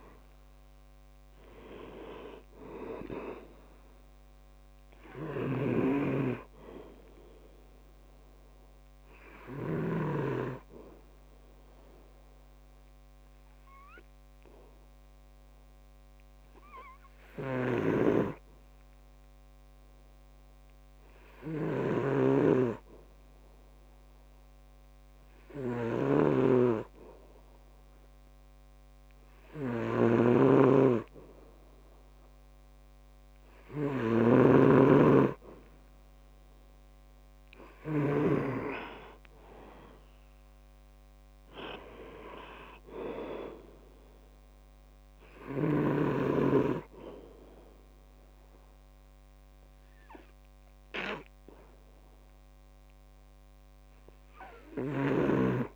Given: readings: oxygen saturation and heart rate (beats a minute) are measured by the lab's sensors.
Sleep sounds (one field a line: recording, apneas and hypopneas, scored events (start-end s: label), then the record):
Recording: breathing in sleep by a microphone on the trachea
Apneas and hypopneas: 1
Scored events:
0.00-2.50 s: arousal
5.50-10.50 s: snoring (device-marked)
7.00-23.00 s: oxygen desaturation (device-marked, oxygen 96% before, 92% lowest, heart rate 71 before, 65 extreme)
10.50-35.50 s: hypopnea (oxygen 96% before, 91% lowest, heart rate 71 before, 65 extreme, up 5 after)
26.50-38.50 s: snoring (device-marked)
38.00-52.00 s: oxygen desaturation (device-marked, oxygen 98% before, 92% lowest, heart rate 68 before, 66 extreme)
39.00-42.50 s: arousal
From the record:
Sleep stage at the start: N2 (light sleep)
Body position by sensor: on the back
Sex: male